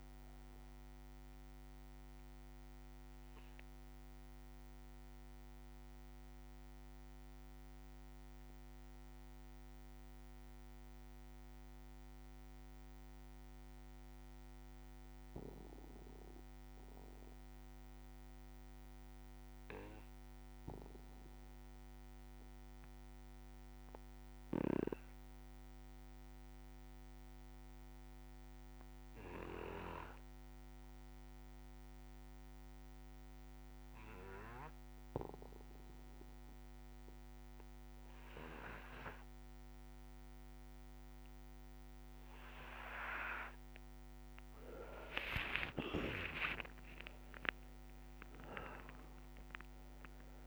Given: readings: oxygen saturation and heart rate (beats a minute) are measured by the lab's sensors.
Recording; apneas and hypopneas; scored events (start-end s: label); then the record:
breathing in sleep by a microphone on the trachea; 1
0.00-16.50 s: oxygen desaturation (device-marked, oxygen 91% lowest, heart rate 58 extreme)
4.50-22.50 s: bradycardia (device-marked, heart rate 62 before, 58 extreme)
4.50-42.50 s: obstructive apnea (oxygen 99% before, 90% lowest, heart rate 66 before, 58 extreme, up 32 after)
33.50-50.47 s: oxygen desaturation (device-marked, oxygen 99% before, 92% lowest, heart rate 59 before, 61 extreme)
44.50-49.50 s: arousal
46.00-48.00 s: long interval between heartbeats (device-marked, heart rate 61 before, 78 extreme)
47.50-50.47 s: new sleep stage, N1 (lightest sleep)
From the record:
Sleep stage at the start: N2 (light sleep); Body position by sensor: on the back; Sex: male